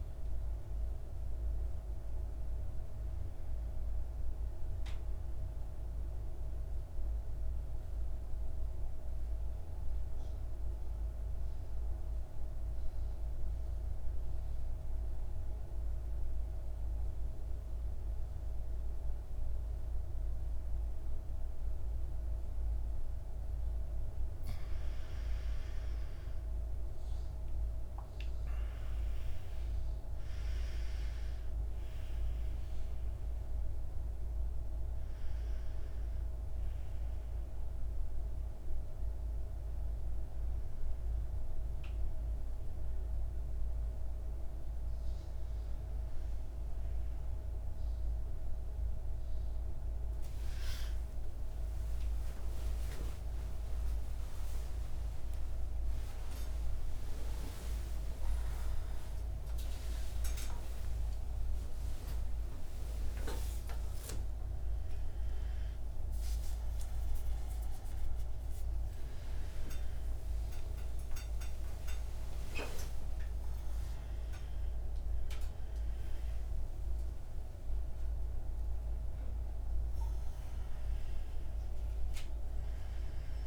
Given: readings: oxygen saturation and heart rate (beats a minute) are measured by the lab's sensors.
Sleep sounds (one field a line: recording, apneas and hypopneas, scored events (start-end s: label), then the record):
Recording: a person partly awake in a sleep study, hard to hear, by a room microphone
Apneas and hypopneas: 1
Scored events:
3.50-10.50 s: oxygen desaturation (device-marked, oxygen 96% before, 92% lowest, heart rate 61 before, 53 extreme)
4.50-23.50 s: mixed apnea (oxygen 98% before, 84% lowest, heart rate 61 before, 53 extreme, up 17 after)
24.50-28.00 s: arousal
24.50-54.50 s: new sleep stage, N1 (lightest sleep)
27.50-52.50 s: oxygen desaturation (device-marked, oxygen 96% before, 84% lowest, heart rate 55 before, 59 extreme)
54.50-83.47 s: new sleep stage, awake
From the record:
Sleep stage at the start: N2 (light sleep)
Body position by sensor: on the right side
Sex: male